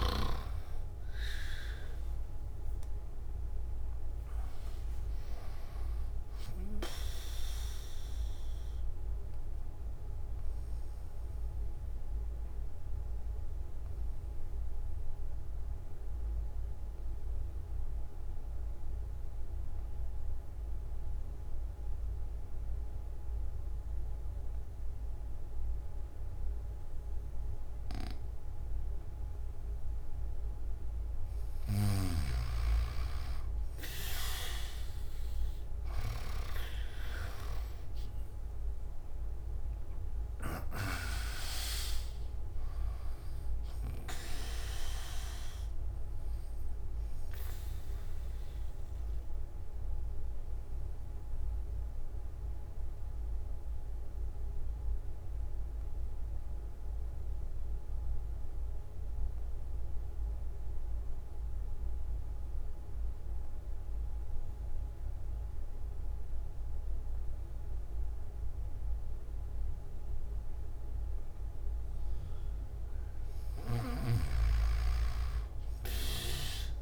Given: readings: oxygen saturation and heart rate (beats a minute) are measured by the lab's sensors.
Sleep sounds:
breathing in sleep by a room microphone; 2
0.00-24.00 s: oxygen desaturation (device-marked, oxygen 94% lowest)
7.00-30.50 s: obstructive apnea (oxygen 100% before, 94% lowest)
25.00-76.81 s: new sleep stage, N2 (light sleep)
40.00-52.00 s: oxygen desaturation (device-marked, oxygen 99% before, 95% lowest)
45.50-72.50 s: obstructive apnea (oxygen 99% before, 93% lowest)
From the record:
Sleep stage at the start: N1 (lightest sleep); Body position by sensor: on the back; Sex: male

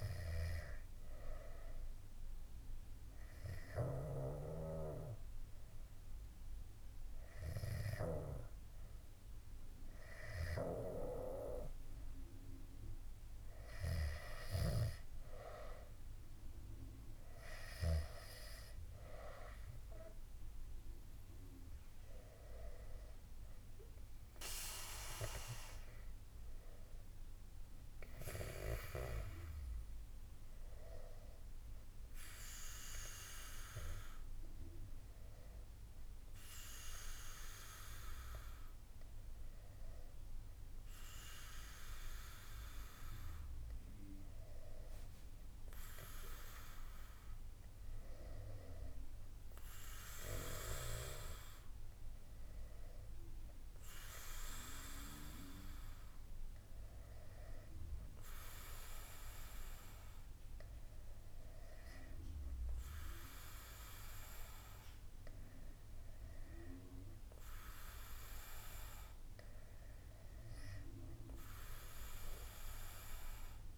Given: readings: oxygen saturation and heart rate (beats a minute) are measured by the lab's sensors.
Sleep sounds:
breathing in sleep by a room microphone; none
none scored
From the record:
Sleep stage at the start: N2 (light sleep); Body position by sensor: on the back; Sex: male

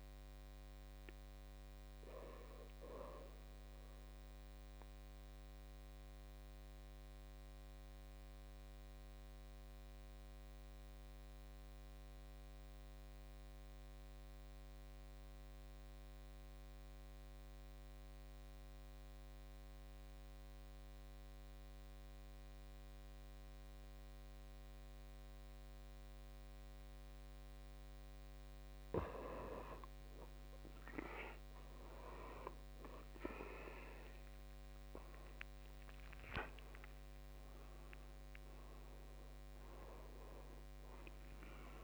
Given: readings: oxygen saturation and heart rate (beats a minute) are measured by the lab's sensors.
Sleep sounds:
breathing in sleep by a microphone on the trachea; 1
0.00-12.00 s: oxygen desaturation (device-marked, oxygen 76% lowest, heart rate 54 extreme)
4.50-28.00 s: obstructive apnea (oxygen 95% before, 78% lowest, heart rate 68 before, 55 extreme, up 13 after)
28.00-41.84 s: oxygen desaturation (device-marked, oxygen 99% before, 82% lowest, heart rate 57 before, 52 extreme)
31.00-35.00 s: arousal
From the record:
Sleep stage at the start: N2 (light sleep); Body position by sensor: on the back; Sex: male

